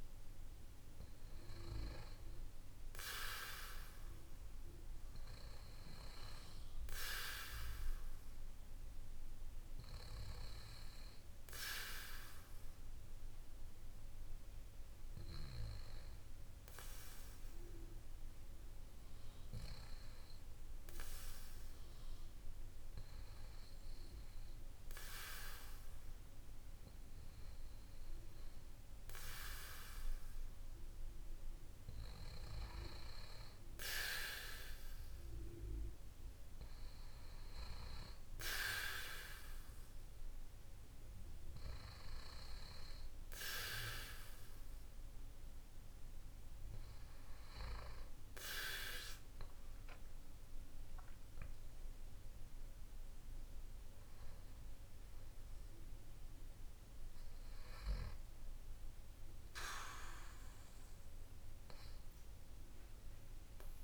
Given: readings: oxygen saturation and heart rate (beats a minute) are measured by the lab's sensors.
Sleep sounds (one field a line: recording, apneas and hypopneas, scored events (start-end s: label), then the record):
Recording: breathing in sleep by a room microphone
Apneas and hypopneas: 1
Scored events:
3.00-7.00 s: arousal
10.00-29.50 s: hypopnea (oxygen 96% before, 94% lowest, heart rate 56 before, 54 extreme, up 4 after)
30.00-35.00 s: arousal
From the record:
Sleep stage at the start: N2 (light sleep)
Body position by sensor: on the back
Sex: male